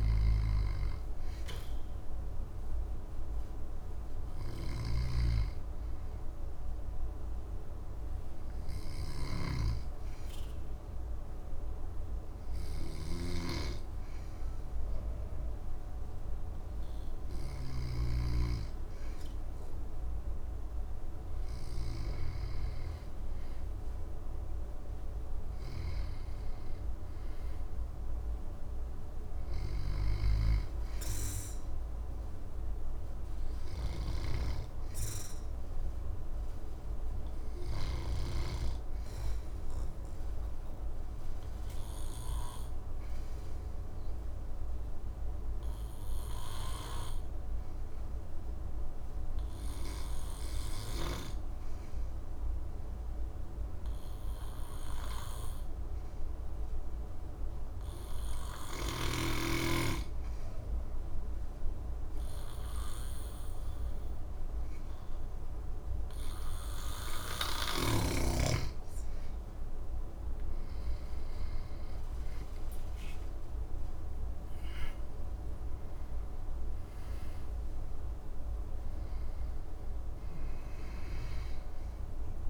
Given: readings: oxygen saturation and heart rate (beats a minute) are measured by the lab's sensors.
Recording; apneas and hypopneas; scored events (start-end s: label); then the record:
breathing in sleep by a room microphone; 2
0.00-38.00 s: snoring (device-marked)
5.50-19.00 s: obstructive apnea (oxygen 98% before, 94% lowest, heart rate 68 before, 61 extreme, up 5 after)
21.50-26.00 s: arousal
39.00-67.50 s: obstructive apnea (oxygen 99% before, 93% lowest, heart rate 66 before, 60 extreme, up 9 after)
60.00-82.50 s: oxygen desaturation (device-marked, oxygen 99% before, 93% lowest, heart rate 64 before, 58 extreme)
67.00-71.50 s: snoring (device-marked)
70.00-74.50 s: arousal
From the record:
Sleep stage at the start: N2 (light sleep); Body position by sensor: on the back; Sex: male